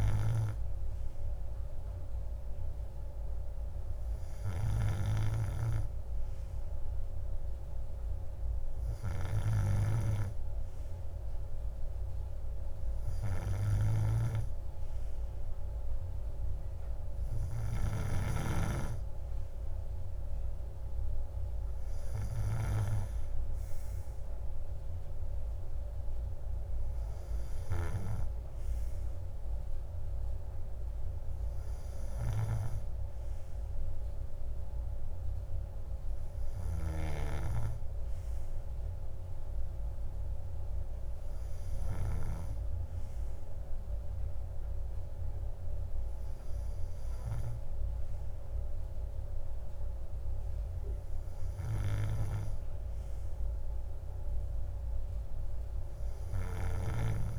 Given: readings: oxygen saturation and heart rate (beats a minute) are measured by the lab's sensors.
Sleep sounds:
breathing in sleep by a room microphone; none
none scored
From the record:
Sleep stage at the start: N2 (light sleep); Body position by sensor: on the right side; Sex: male

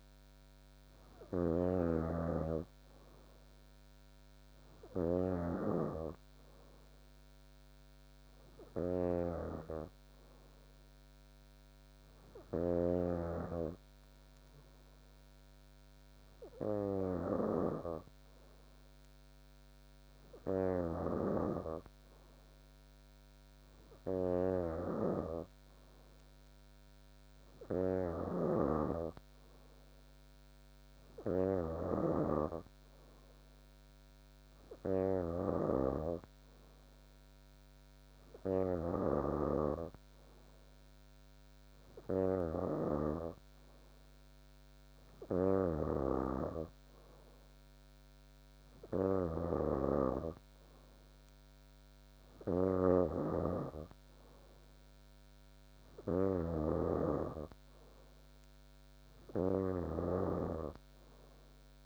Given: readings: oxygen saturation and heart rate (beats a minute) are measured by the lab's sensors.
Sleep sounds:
breathing in sleep by a microphone on the trachea; none
0.00-39.00 s: snoring (device-marked)
45.50-61.86 s: snoring (device-marked)
From the record:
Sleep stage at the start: N2 (light sleep); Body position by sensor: on the back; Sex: female

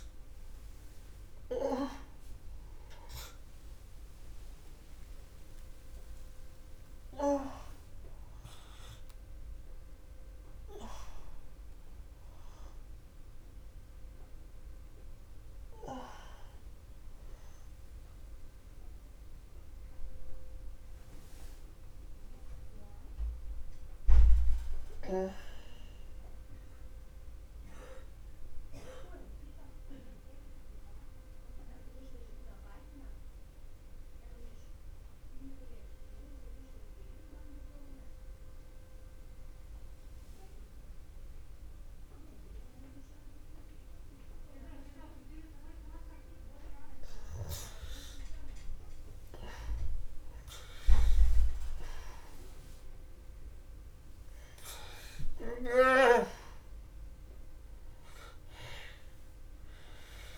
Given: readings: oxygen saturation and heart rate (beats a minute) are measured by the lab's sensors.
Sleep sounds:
breathing in sleep by a room microphone; 1
0.00-29.00 s: oxygen desaturation (device-marked, oxygen 83% lowest, heart rate 36 extreme)
29.50-47.50 s: mixed apnea (oxygen 97% before, 85% lowest, heart rate 51 before, 62 extreme, up 0 after)
49.00-53.50 s: arousal
51.00-60.38 s: oxygen desaturation (device-marked, oxygen 97% before, 85% lowest, heart rate 62 before, 44 extreme)
From the record:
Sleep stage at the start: N2 (light sleep); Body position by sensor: on the back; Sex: male

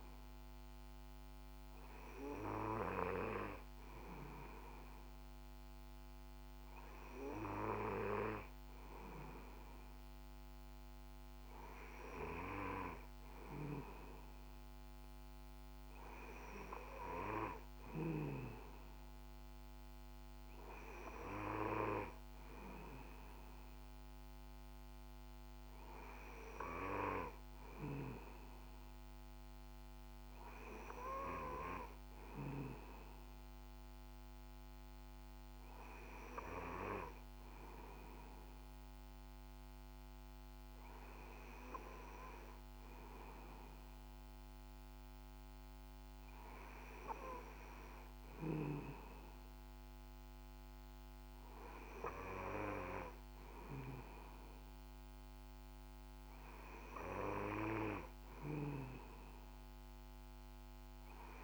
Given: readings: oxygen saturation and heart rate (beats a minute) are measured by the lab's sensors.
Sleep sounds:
breathing in sleep by a microphone on the trachea; none
none scored
From the record:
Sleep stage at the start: N2 (light sleep); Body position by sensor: on the back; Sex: male

